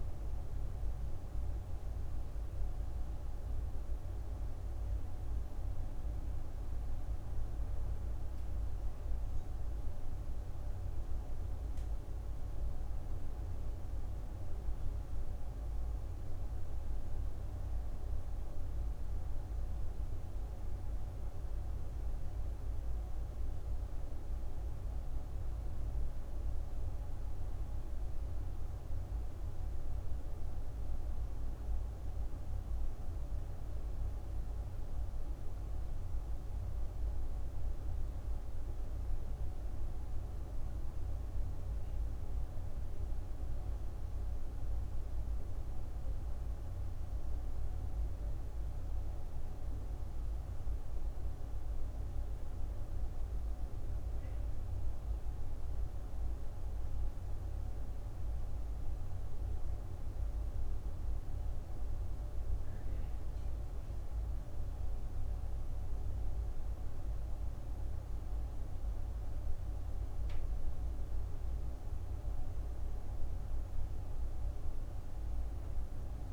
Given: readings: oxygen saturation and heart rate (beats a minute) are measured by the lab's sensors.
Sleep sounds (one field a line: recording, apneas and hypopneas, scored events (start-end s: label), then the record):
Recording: a person awake in a sleep study, hard to hear, by a room microphone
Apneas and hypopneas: none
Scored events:
none scored
From the record:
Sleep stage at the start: awake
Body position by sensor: on the right side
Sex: female